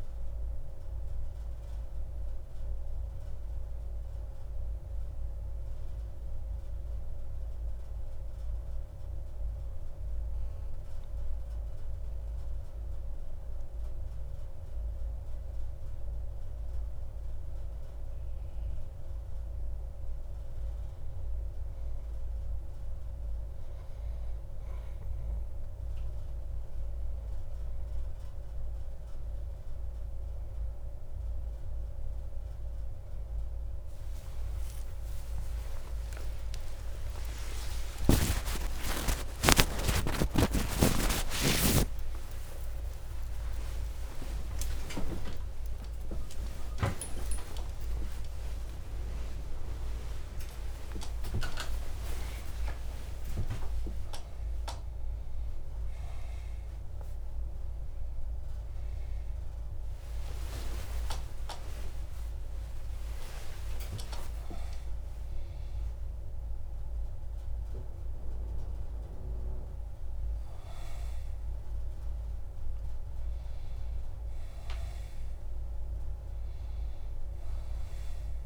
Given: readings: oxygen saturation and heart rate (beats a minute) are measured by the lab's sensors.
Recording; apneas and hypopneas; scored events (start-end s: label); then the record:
a person awake in a sleep study, by a room microphone; 1
0.00-8.00 s: oxygen desaturation (device-marked, oxygen 92% lowest)
5.00-17.50 s: central apnea (oxygen 96% before, 91% lowest)
28.00-46.00 s: oxygen desaturation (device-marked, oxygen 96% before, 92% lowest)
36.00-78.46 s: new sleep stage, awake
71.00-78.46 s: oxygen desaturation (device-marked, oxygen 96% before, 91% lowest)
From the record:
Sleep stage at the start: N2 (light sleep); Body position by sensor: on the back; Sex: male